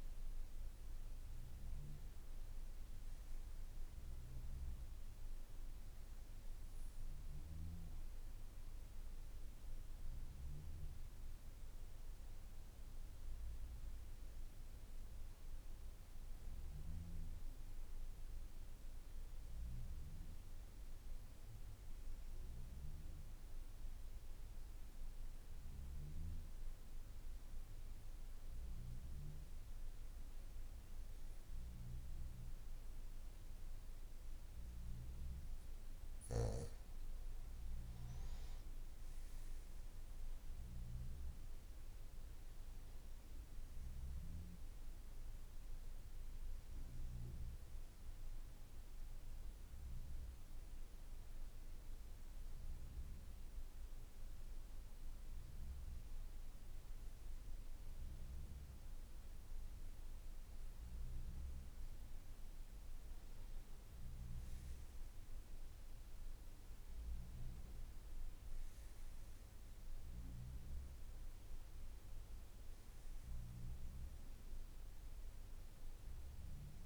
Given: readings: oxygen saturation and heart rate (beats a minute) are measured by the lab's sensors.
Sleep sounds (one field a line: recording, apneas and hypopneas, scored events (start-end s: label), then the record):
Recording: breathing in sleep, hard to hear, by a room microphone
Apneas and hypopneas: 2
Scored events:
26.50-37.50 s: obstructive apnea (oxygen 96% before, 93% lowest, heart rate 57 before, 52 extreme, up 8 after)
32.50-76.86 s: new sleep stage, N2 (light sleep)
50.50-61.50 s: obstructive apnea (oxygen 95% before, 93% lowest, heart rate 56 before, 52 extreme, up 4 after)
71.50-76.86 s: oxygen desaturation (device-marked, oxygen 97% before, 93% lowest, heart rate 54 before, 52 extreme)
From the record:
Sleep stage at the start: N1 (lightest sleep)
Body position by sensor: on the back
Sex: male